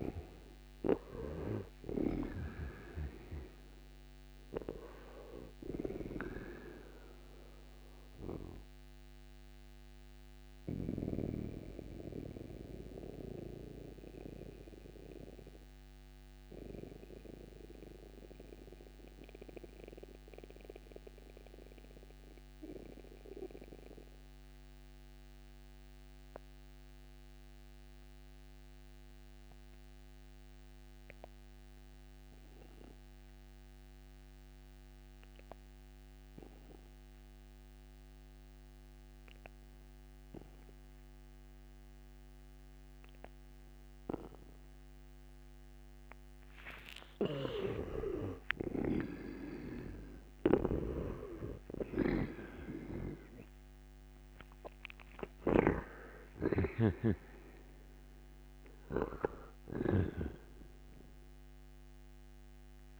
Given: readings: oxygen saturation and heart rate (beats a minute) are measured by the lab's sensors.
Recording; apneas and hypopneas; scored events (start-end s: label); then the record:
breathing in sleep by a microphone on the trachea; 1
9.00-45.50 s: mixed apnea (oxygen 98% before, 79% lowest, heart rate 67 before, 59 extreme, up 19 after)
14.50-26.50 s: oxygen desaturation (device-marked, oxygen 97% before, 92% lowest, heart rate 67 before, 59 extreme)
40.50-63.00 s: oxygen desaturation (device-marked, oxygen 97% before, 79% lowest, heart rate 61 before, 60 extreme)
46.50-52.50 s: arousal
47.00-63.00 s: snoring (device-marked)
From the record:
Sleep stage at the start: N2 (light sleep); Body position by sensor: on the right side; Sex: male